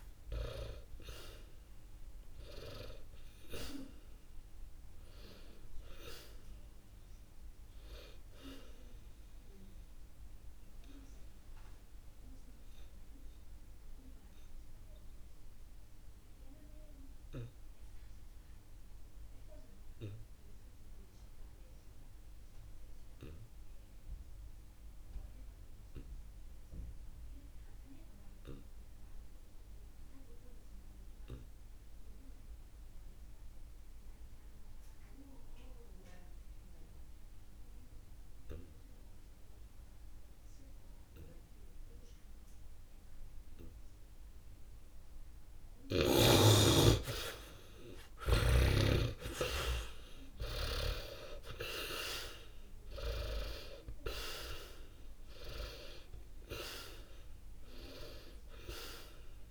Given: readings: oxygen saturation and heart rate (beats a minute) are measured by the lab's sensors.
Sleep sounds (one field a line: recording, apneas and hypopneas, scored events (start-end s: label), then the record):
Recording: breathing in sleep by a room microphone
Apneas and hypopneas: 1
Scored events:
0.00-20.00 s: oxygen desaturation (device-marked, oxygen 70% lowest, heart rate 45 extreme)
9.00-44.50 s: obstructive apnea (oxygen 98% before, 67% lowest, heart rate 61 before, 44 extreme, up 7 after)
36.00-59.50 s: oxygen desaturation (device-marked, oxygen 100% before, 67% lowest, heart rate 64 before, 44 extreme)
46.50-50.50 s: arousal
From the record:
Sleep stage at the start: N2 (light sleep)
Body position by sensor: on the back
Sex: male